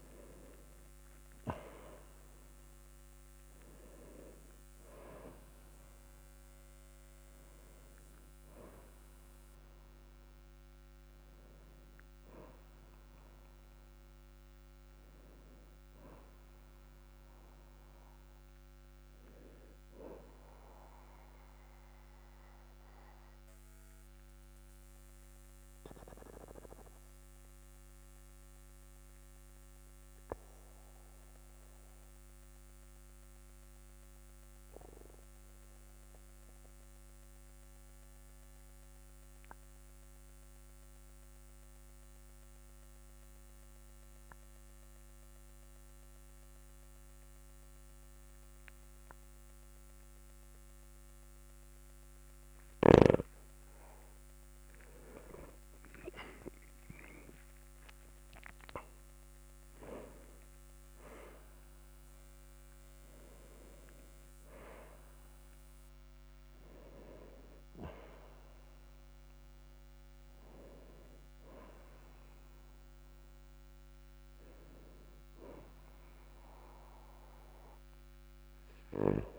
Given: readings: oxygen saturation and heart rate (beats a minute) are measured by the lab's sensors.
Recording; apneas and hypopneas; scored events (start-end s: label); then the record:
breathing in sleep by a microphone on the trachea; 1
0.00-1.50 s: arousal
10.50-27.50 s: oxygen desaturation (device-marked, oxygen 98% before, 94% lowest, heart rate 50 before, 40 extreme)
22.00-52.50 s: obstructive apnea (oxygen 99% before, 94% lowest, heart rate 48 before, 41 extreme, up 9 after)
54.50-59.50 s: arousal
73.50-79.39 s: oxygen desaturation (device-marked, oxygen 99% before, 95% lowest, heart rate 49 before, 43 extreme)
From the record:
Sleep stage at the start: N2 (light sleep); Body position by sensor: on the back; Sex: male